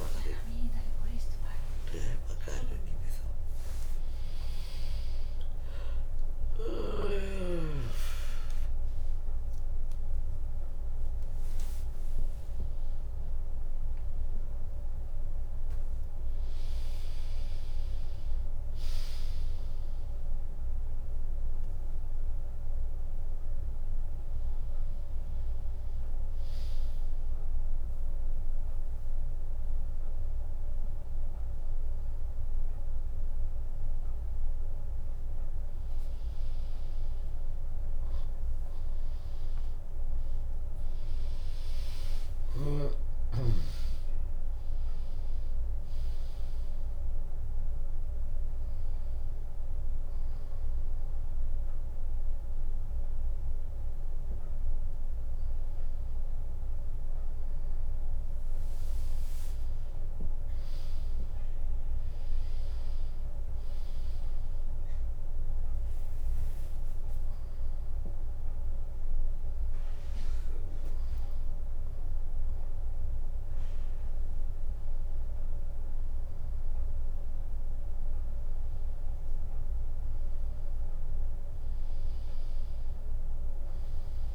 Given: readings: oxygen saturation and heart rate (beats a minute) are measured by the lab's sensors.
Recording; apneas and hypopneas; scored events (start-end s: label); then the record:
a person partly awake in a sleep study, by a room microphone; none
13.00-84.35 s: new sleep stage, N1 (lightest sleep)
43.50-47.00 s: arousal
49.00-60.00 s: drop in pulse transit time (device-marked, heart rate 69 before, 74 extreme)
74.50-79.50 s: arousal
From the record:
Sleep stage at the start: awake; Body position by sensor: on the back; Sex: female